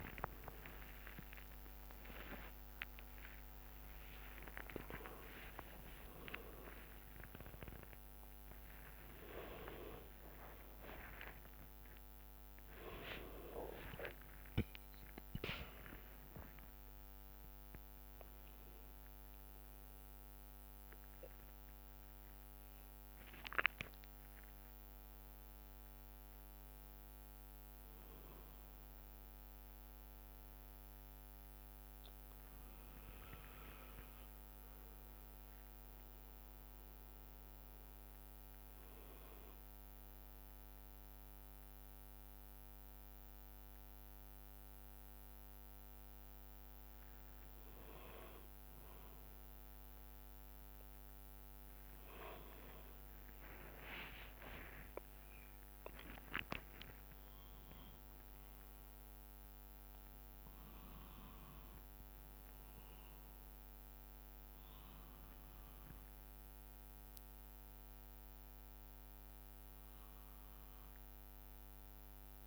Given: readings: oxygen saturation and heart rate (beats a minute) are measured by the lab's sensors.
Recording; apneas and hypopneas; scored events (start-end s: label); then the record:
a person awake in a sleep study, by a microphone on the trachea; none
0.00-3.50 s: tachycardia (device-marked, heart rate 101 extreme)
0.50-2.50 s: long interval between heartbeats (device-marked, heart rate 71 before, 80 extreme)
3.00-5.00 s: long interval between heartbeats (device-marked, heart rate 72 before, 101 extreme)
47.50-49.50 s: long interval between heartbeats (device-marked, heart rate 69 before, 70 extreme)
55.50-72.46 s: drop in pulse transit time (device-marked, heart rate 74 before, 65 extreme)
68.50-72.46 s: new sleep stage, N1 (lightest sleep)
From the record:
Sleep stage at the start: awake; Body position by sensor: on the right side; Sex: male